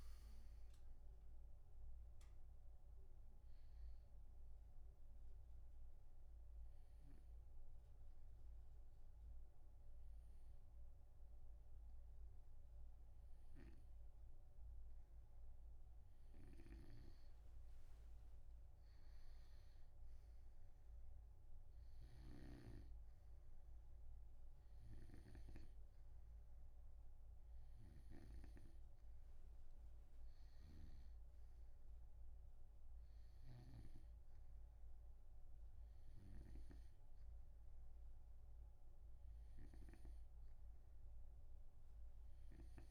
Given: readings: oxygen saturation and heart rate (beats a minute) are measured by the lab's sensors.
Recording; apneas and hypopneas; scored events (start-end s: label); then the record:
breathing in sleep by a room microphone; 1
4.00-15.50 s: obstructive apnea (oxygen 94% before, 94% lowest)
19.00-23.50 s: arousal
From the record:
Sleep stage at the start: N2 (light sleep); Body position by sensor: on the right side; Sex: male